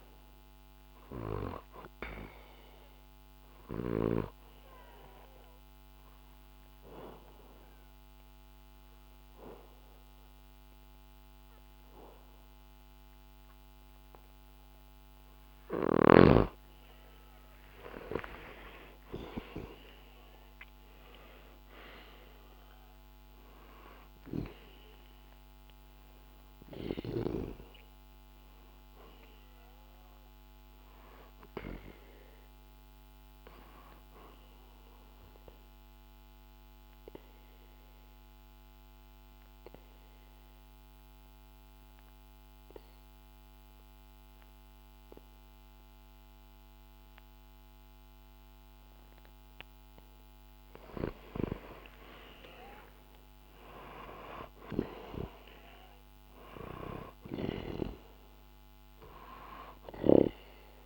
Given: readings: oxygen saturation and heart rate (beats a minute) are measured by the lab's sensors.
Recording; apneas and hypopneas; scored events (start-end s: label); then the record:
breathing in sleep by a microphone on the trachea; 2
1.50-16.00 s: obstructive apnea (oxygen 98% before, 90% lowest, heart rate 66 before, 59 extreme, up 8 after)
17.50-22.00 s: arousal
25.50-44.50 s: oxygen desaturation (device-marked, oxygen 96% before, 90% lowest, heart rate 64 before, 62 extreme)
33.50-50.00 s: obstructive apnea (oxygen 96% before, 90% lowest, heart rate 65 before, 62 extreme)
52.00-56.00 s: arousal
58.50-60.86 s: oxygen desaturation (device-marked, oxygen 97% before, 92% lowest, heart rate 66 before, 55 extreme)
From the record:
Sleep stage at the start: N2 (light sleep); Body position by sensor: on the back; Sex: male